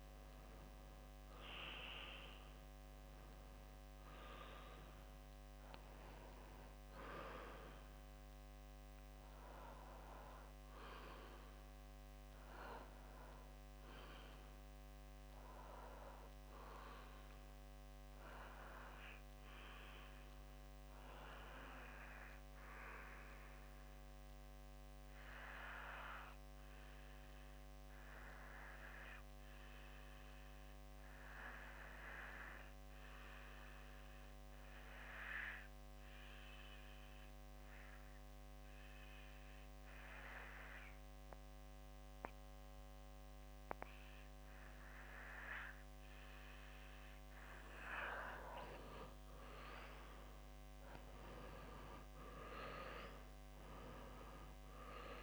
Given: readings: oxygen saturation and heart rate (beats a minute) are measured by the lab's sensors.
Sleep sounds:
breathing in sleep by a microphone on the trachea; 1
8.00-15.00 s: bradycardia (device-marked, heart rate 64 before, 58 extreme)
11.50-46.00 s: obstructive apnea (oxygen 97% before, 91% lowest, heart rate 66 before, 59 extreme, up 7 after)
49.00-53.50 s: arousal
From the record:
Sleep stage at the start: REM sleep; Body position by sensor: on the back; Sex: male

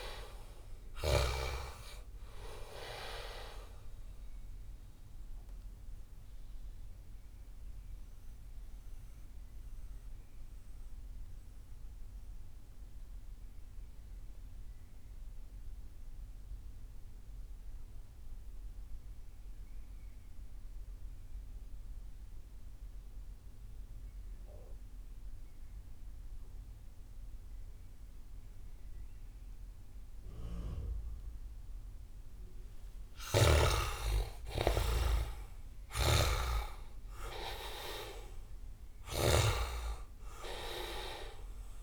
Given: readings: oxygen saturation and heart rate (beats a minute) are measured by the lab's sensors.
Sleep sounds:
breathing in sleep by a room microphone; 1
0.00-1.00 s: snoring (device-marked)
0.00-20.00 s: oxygen desaturation (device-marked, oxygen 67% lowest)
6.50-32.00 s: mixed apnea (oxygen 96% before, 67% lowest)
32.50-35.50 s: arousal
32.50-39.00 s: snoring (device-marked)
36.00-41.83 s: oxygen desaturation (device-marked, oxygen 98% before, 80% lowest)
From the record:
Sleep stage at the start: REM sleep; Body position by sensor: on the back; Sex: male

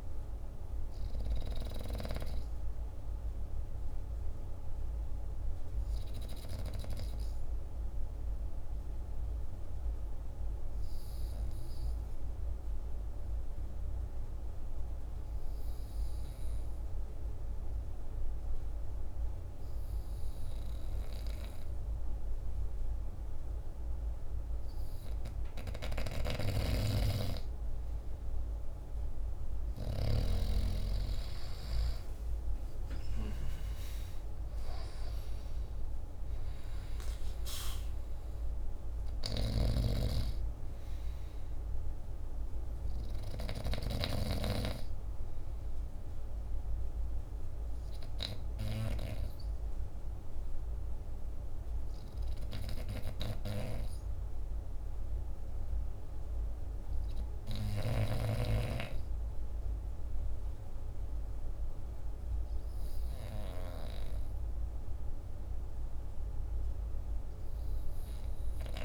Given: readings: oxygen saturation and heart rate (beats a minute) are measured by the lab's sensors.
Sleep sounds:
breathing in sleep by a room microphone; 1
0.00-8.00 s: oxygen desaturation (device-marked, oxygen 90% lowest, heart rate 48 extreme)
10.00-25.00 s: hypopnea (oxygen 98% before, 89% lowest, heart rate 52 before, 49 extreme, up 5 after)
26.00-30.00 s: snoring (device-marked)
26.00-58.00 s: oxygen desaturation (device-marked, oxygen 98% before, 89% lowest, heart rate 49 before, 49 extreme)
26.50-30.50 s: arousal
39.00-44.00 s: snoring (device-marked)
From the record:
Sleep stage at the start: N2 (light sleep); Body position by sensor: on the back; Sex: male

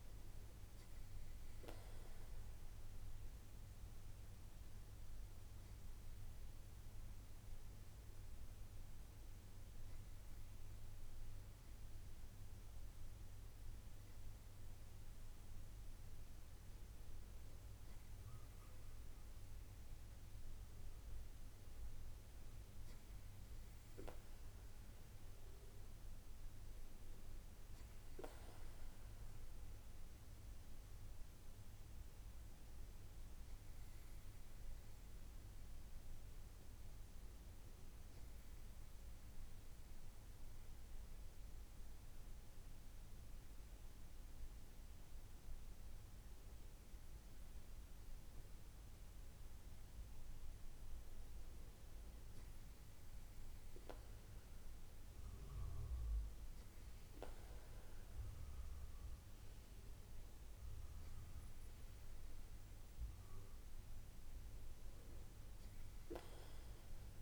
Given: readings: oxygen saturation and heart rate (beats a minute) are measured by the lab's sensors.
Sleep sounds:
breathing in sleep, hard to hear, by a room microphone; none
none scored
From the record:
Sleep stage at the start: REM sleep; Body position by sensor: on the right side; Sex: male

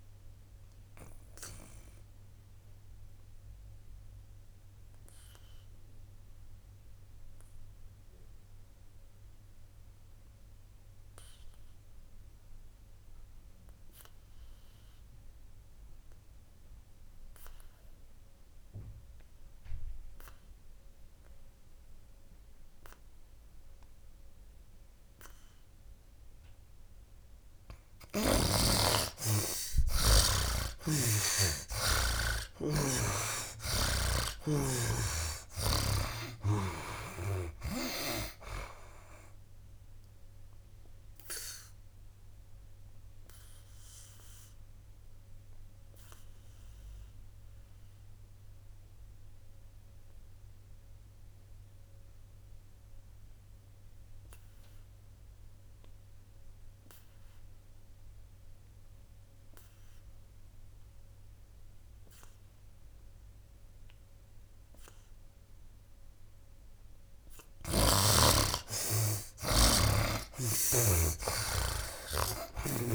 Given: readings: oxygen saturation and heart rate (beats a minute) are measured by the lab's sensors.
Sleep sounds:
breathing in sleep by a room microphone; 2
0.00-19.50 s: oxygen desaturation (device-marked, oxygen 73% lowest, heart rate 64 extreme)
0.50-27.50 s: mixed apnea (oxygen 99% before, 73% lowest, heart rate 74 before, 64 extreme, up 10 after)
21.50-60.50 s: oxygen desaturation (device-marked, oxygen 99% before, 73% lowest, heart rate 67 before, 64 extreme)
30.50-34.00 s: arousal
30.50-34.00 s: snoring (device-marked)
40.50-67.50 s: obstructive apnea (oxygen 99% before, 73% lowest, heart rate 72 before, 64 extreme, up 12 after)
65.50-72.95 s: oxygen desaturation (device-marked, oxygen 98% before, 75% lowest, heart rate 68 before, 66 extreme)
71.50-72.95 s: arousal
From the record:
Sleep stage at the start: N2 (light sleep); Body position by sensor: on the back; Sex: male

